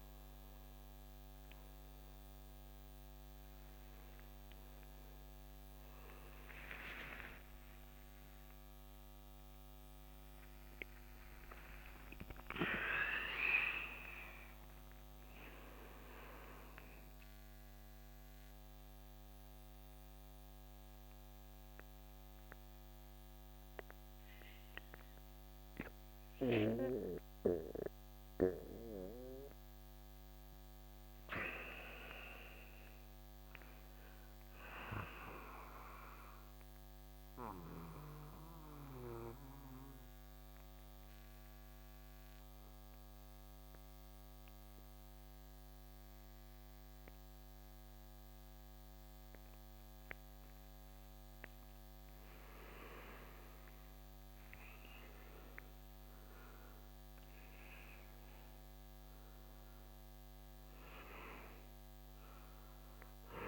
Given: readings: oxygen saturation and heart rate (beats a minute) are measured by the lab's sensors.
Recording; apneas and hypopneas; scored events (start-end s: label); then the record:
breathing in sleep by a microphone on the trachea; 1
7.00-13.50 s: arousal
24.00-54.00 s: new sleep stage, N2 (light sleep)
38.50-53.00 s: obstructive apnea (oxygen 94% before, 91% lowest, heart rate 74 before, 62 extreme, up 10 after)
53.50-57.50 s: arousal
54.00-63.48 s: new sleep stage, N1 (lightest sleep)
From the record:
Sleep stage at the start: N1 (lightest sleep); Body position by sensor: on the right side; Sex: male